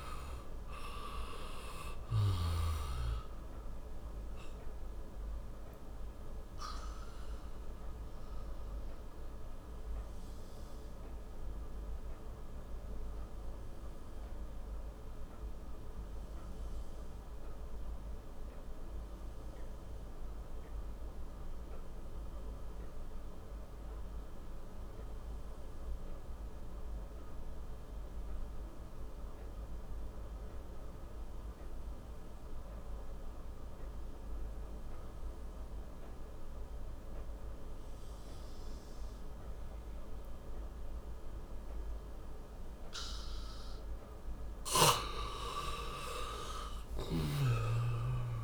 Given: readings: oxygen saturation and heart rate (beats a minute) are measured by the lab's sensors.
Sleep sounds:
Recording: breathing in sleep by a room microphone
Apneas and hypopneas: 1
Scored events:
0.00-27.50 s: oxygen desaturation (device-marked, oxygen 87% lowest)
3.00-43.00 s: obstructive apnea (oxygen 99% before, 87% lowest, heart rate 44 before, 29 extreme, up 24 after)
44.50-48.00 s: arousal
From the record:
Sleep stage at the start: N2 (light sleep)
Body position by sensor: on the back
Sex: male

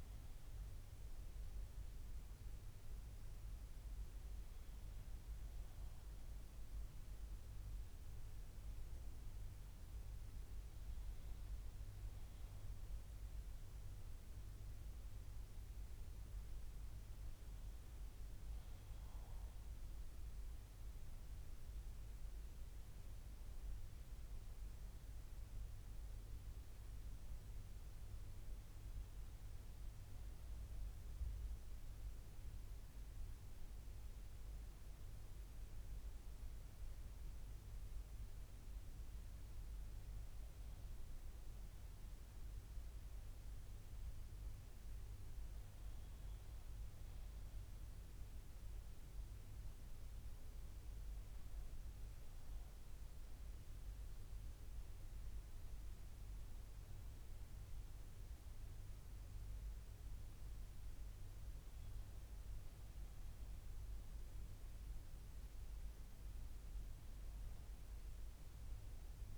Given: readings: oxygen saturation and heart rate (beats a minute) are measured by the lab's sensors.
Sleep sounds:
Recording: breathing in sleep, hard to hear, by a room microphone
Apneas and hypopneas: none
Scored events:
none scored
From the record:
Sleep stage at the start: REM sleep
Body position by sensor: on the back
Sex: male

